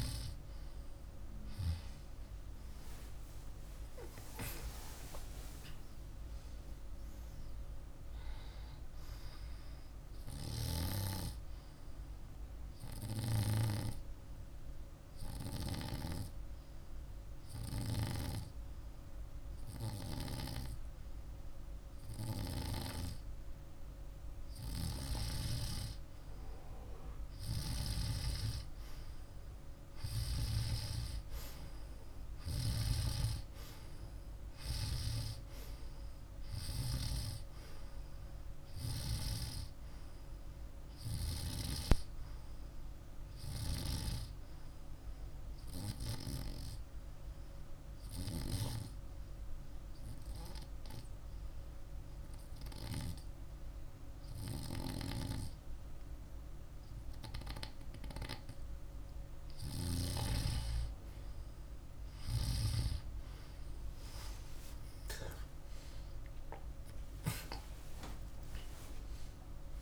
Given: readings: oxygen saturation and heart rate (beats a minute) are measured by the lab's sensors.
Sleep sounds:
breathing in sleep by a room microphone; 2
0.00-2.50 s: arousal
9.50-13.50 s: oxygen desaturation (device-marked, oxygen 97% before, 94% lowest, heart rate 51 before, 50 extreme)
12.50-25.50 s: hypopnea (oxygen 97% before, 95% lowest, heart rate 52 before, 50 extreme, up 0 after)
28.50-32.50 s: arousal
39.50-53.50 s: oxygen desaturation (device-marked, oxygen 100% before, 95% lowest, heart rate 51 before, 51 extreme)
46.00-59.00 s: hypopnea (oxygen 100% before, 95% lowest, heart rate 51 before, 47 extreme, up 0 after)
63.00-68.00 s: arousal
From the record:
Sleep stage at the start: N2 (light sleep); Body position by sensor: on the back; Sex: male

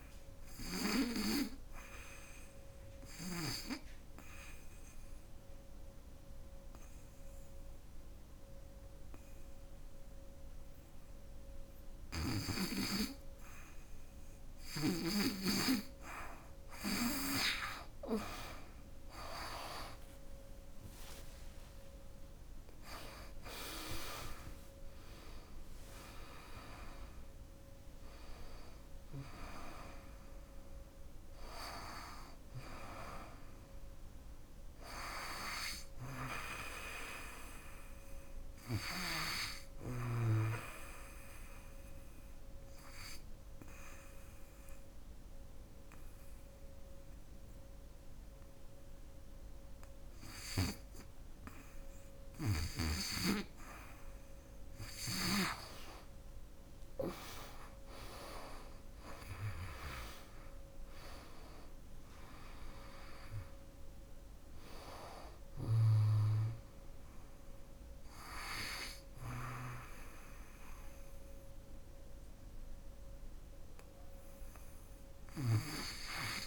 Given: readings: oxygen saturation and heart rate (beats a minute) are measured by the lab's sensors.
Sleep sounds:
breathing in sleep by a room microphone; 2
3.00-13.00 s: obstructive apnea (oxygen 99% before, 88% lowest, heart rate 65 before, 68 extreme, up 23 after)
12.50-41.50 s: oxygen desaturation (device-marked, oxygen 97% before, 88% lowest, heart rate 67 before, 67 extreme)
15.50-20.00 s: arousal
21.50-30.50 s: tachycardia (device-marked, heart rate 75 before, 104 extreme)
35.00-38.50 s: snoring (device-marked)
41.00-52.00 s: obstructive apnea (oxygen 97% before, 92% lowest, heart rate 99 before, 67 extreme, up 18 after)
55.50-60.50 s: arousal
63.50-76.47 s: oxygen desaturation (device-marked, oxygen 98% before, 92% lowest, heart rate 78 before, 67 extreme)
From the record:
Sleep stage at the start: N2 (light sleep); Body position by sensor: on the back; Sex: female

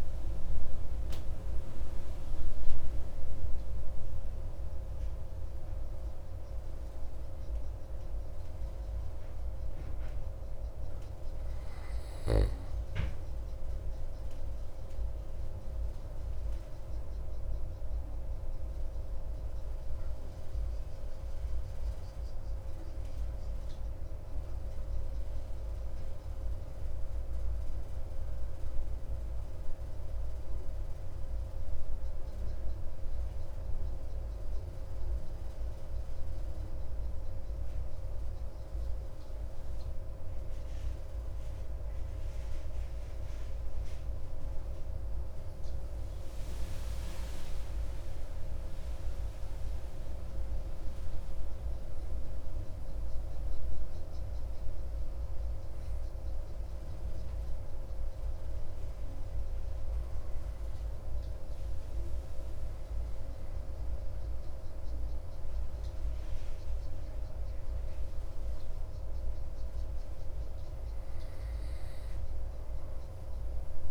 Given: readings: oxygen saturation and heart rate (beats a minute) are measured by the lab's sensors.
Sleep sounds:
breathing in sleep, hard to hear, by a room microphone; none
none scored
From the record:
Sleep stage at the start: N2 (light sleep); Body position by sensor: on the back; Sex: male

